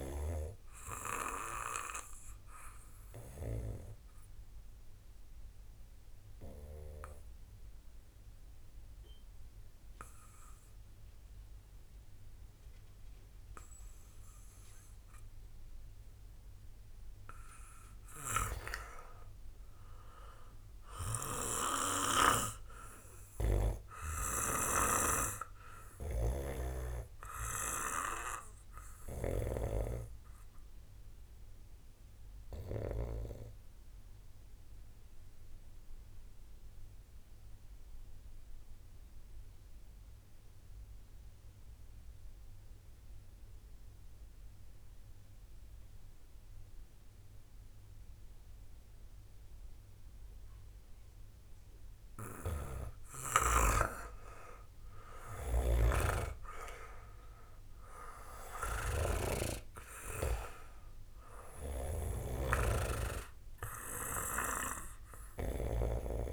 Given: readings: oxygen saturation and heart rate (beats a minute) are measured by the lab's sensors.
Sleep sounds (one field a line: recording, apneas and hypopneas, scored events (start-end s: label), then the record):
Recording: breathing in sleep by a room microphone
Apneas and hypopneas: 2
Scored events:
6.50-17.00 s: obstructive apnea (oxygen 97% before, 91% lowest, heart rate 57 before, 25 extreme, up 2 after)
19.00-22.50 s: arousal
23.00-29.50 s: snoring (device-marked)
34.50-51.00 s: obstructive apnea (oxygen 96% before, 91% lowest, heart rate 47 before, 43 extreme, up 14 after)
52.00-65.50 s: snoring (device-marked)
53.50-56.50 s: arousal
54.50-66.33 s: oxygen desaturation (device-marked, oxygen 96% before, 91% lowest, heart rate 51 before, 37 extreme)
From the record:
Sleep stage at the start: N2 (light sleep)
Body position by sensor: on the back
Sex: male